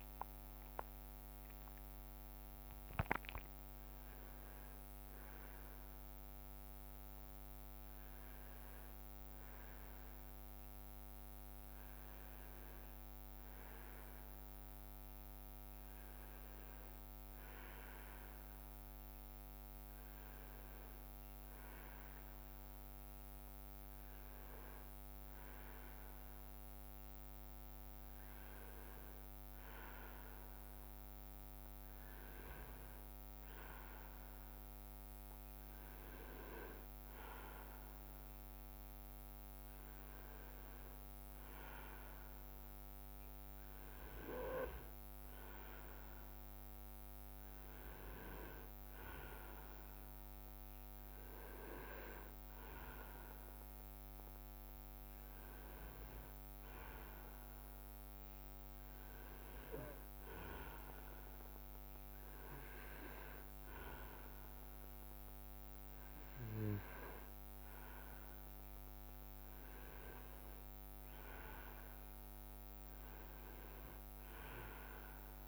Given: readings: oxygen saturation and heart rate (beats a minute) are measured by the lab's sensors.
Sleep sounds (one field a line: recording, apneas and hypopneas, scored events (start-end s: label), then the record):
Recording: a person partly awake in a sleep study, by a microphone on the trachea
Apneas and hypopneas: none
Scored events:
4.00-75.48 s: new sleep stage, N1 (lightest sleep)
22.00-24.00 s: leg movement (device-marked)
42.50-44.00 s: leg movement (device-marked)
45.00-46.50 s: leg movement (device-marked)
51.50-58.50 s: leg movement (device-marked)
59.50-65.50 s: leg movement (device-marked)
From the record:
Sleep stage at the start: awake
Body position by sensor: on the right side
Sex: male